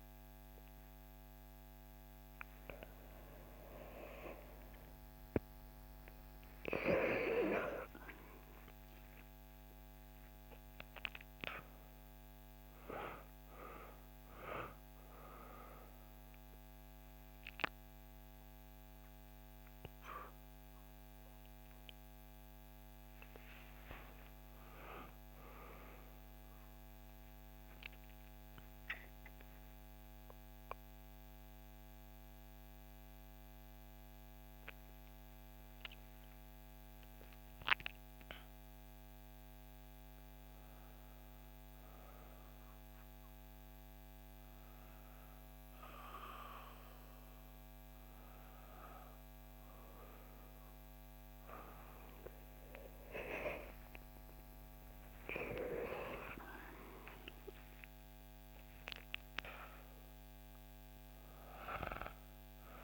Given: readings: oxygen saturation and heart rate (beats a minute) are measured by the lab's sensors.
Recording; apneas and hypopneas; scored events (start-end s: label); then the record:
a person partly awake in a sleep study, by a microphone on the trachea; 1
9.00-62.84 s: new sleep stage, N1 (lightest sleep)
27.00-39.50 s: central apnea (oxygen 99% before, 95% lowest, heart rate 70 before, 65 extreme, up 3 after)
48.00-62.84 s: oxygen desaturation (device-marked, oxygen 98% before, 95% lowest, heart rate 66 before, 62 extreme)
52.50-56.50 s: arousal
From the record:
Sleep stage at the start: awake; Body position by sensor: on the back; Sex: female